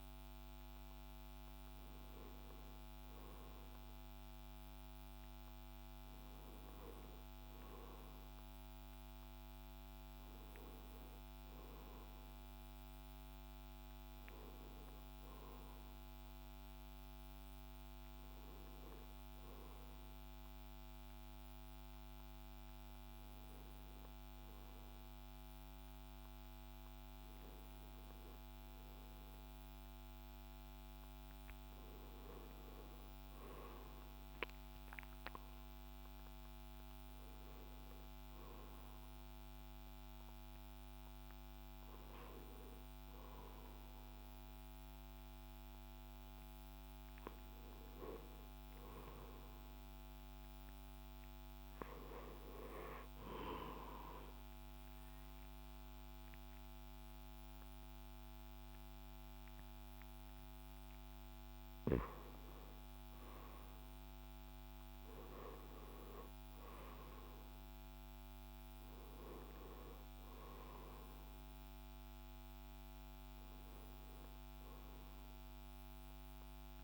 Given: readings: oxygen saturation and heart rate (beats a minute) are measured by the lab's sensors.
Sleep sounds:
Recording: breathing in sleep, hard to hear, by a microphone on the trachea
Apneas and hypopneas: 1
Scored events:
34.50-39.00 s: arousal
53.50-63.50 s: mixed apnea (oxygen 93% before, 88% lowest, heart rate 76 before, 72 extreme, up 6 after)
58.50-65.50 s: oxygen desaturation (device-marked, oxygen 93% before, 90% lowest, heart rate 74 before, 73 extreme)
74.50-76.84 s: oxygen desaturation (device-marked, oxygen 91% before, 88% lowest, heart rate 74 before, 75 extreme)
From the record:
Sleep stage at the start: N1 (lightest sleep)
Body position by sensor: on the left side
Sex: male

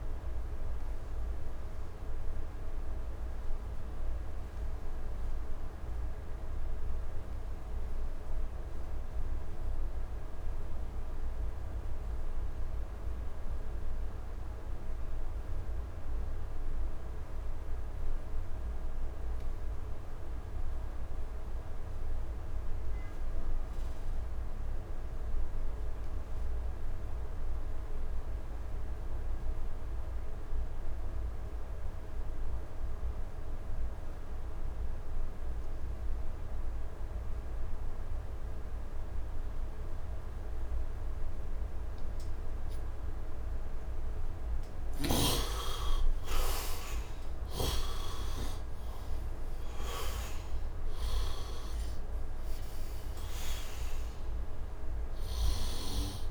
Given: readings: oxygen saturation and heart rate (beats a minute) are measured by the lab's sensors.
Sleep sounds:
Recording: breathing in sleep by a room microphone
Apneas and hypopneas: 1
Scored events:
0.00-21.50 s: oxygen desaturation (device-marked, oxygen 71% lowest, heart rate 66 extreme)
0.50-44.50 s: obstructive apnea (oxygen 100% before, 62% lowest, heart rate 80 before, 67 extreme, up 18 after)
23.50-56.31 s: oxygen desaturation (device-marked, oxygen 98% before, 62% lowest, heart rate 73 before, 70 extreme)
45.50-49.50 s: arousal
From the record:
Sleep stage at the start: N2 (light sleep)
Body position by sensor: on the right side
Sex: male

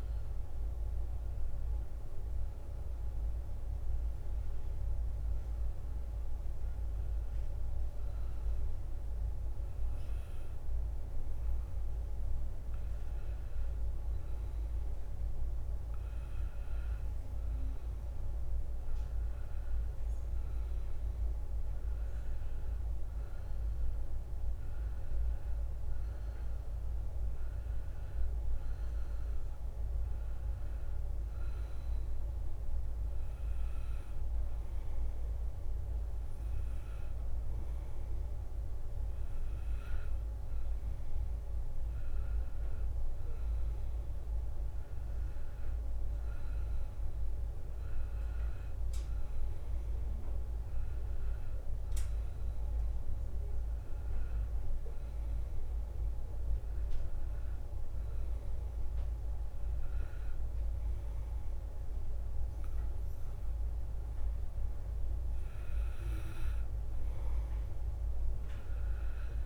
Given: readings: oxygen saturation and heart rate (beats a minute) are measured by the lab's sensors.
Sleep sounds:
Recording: breathing in sleep, hard to hear, by a room microphone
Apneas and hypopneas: none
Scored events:
none scored
From the record:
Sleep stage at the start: N2 (light sleep)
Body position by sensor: on the back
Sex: male

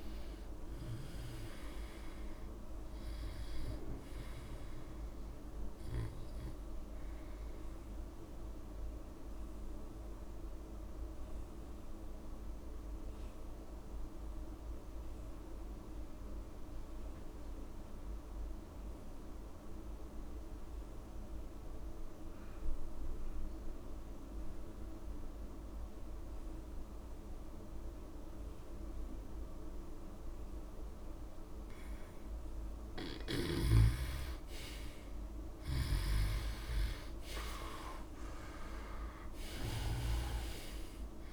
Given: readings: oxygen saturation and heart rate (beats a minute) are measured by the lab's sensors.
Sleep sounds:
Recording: breathing in sleep by a room microphone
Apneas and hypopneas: 1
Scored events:
0.00-21.00 s: oxygen desaturation (device-marked, oxygen 97% before, 87% lowest)
8.50-31.00 s: mixed apnea (oxygen 97% before, 86% lowest)
34.50-38.50 s: arousal
36.00-41.33 s: oxygen desaturation (device-marked, oxygen 98% before, 86% lowest)
From the record:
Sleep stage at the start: N2 (light sleep)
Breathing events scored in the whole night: 317 in 3.9 hours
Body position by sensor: on the back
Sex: male

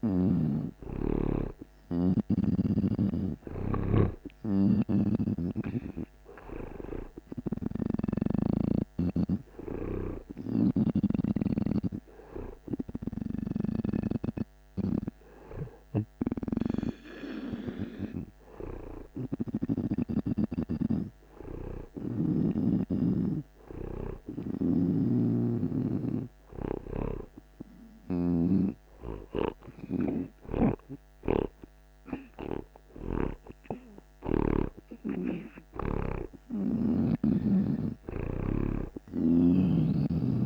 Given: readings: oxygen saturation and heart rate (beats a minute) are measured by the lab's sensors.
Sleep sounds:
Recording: breathing in sleep by a microphone on the trachea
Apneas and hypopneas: none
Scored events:
5.50-14.50 s: oxygen desaturation (device-marked, oxygen 89% before, 86% lowest)
7.50-11.00 s: snoring (device-marked)
13.00-22.50 s: snoring (device-marked)
24.50-28.50 s: snoring (device-marked)
30.50-35.00 s: arousal
39.00-40.46 s: snoring (device-marked)
From the record:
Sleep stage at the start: N2 (light sleep)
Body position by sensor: on the right side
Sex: male

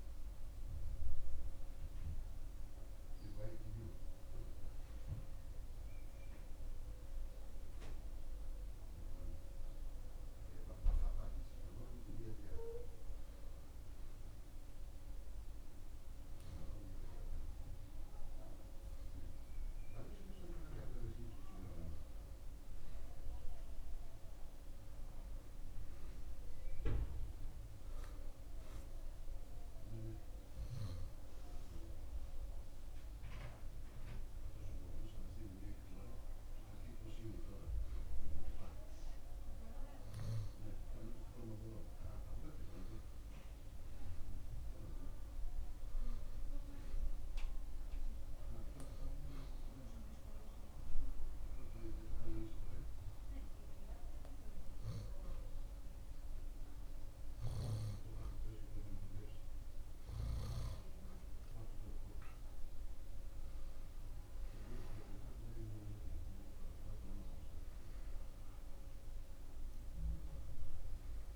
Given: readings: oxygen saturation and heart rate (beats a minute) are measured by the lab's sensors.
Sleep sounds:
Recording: breathing in sleep by a room microphone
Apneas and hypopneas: 2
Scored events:
8.00-20.50 s: hypopnea (oxygen 97% before, 92% lowest, heart rate 79 before, 64 extreme, up 21 after)
22.00-43.00 s: oxygen desaturation (device-marked, oxygen 96% before, 92% lowest, heart rate 75 before, 82 extreme)
23.00-26.50 s: arousal
51.50-61.50 s: obstructive apnea (oxygen 96% before, 92% lowest, heart rate 90 before, 82 extreme, up 6 after)
63.50-67.50 s: arousal
From the record:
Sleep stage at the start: N2 (light sleep)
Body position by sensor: on the back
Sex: male

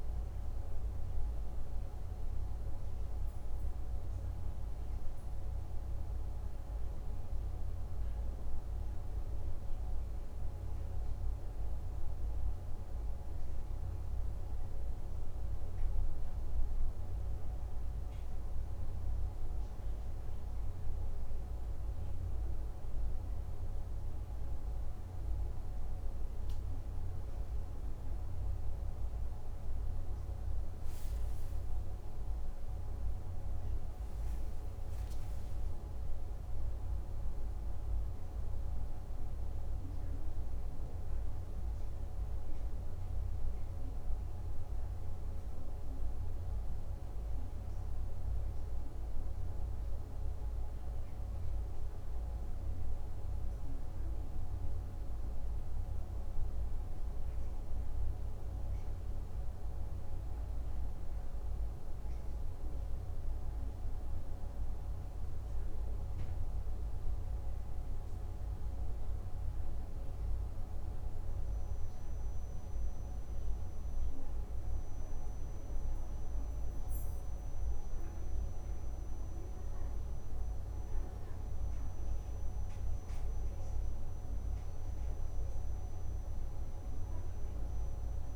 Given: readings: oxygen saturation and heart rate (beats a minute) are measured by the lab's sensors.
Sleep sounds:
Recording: breathing in sleep, hard to hear, by a room microphone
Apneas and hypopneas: 2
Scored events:
14.50-31.50 s: hypopnea (oxygen 97% before, 94% lowest, heart rate 65 before, 61 extreme, up 6 after)
35.00-41.50 s: arousal
40.50-70.50 s: new sleep stage, N2 (light sleep)
62.50-76.00 s: hypopnea (oxygen 97% before, 94% lowest, heart rate 62 before, 62 extreme, up 1 after)
70.50-88.36 s: new sleep stage, N1 (lightest sleep)
77.00-83.00 s: arousal
From the record:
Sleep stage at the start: N1 (lightest sleep)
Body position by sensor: on the back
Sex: male

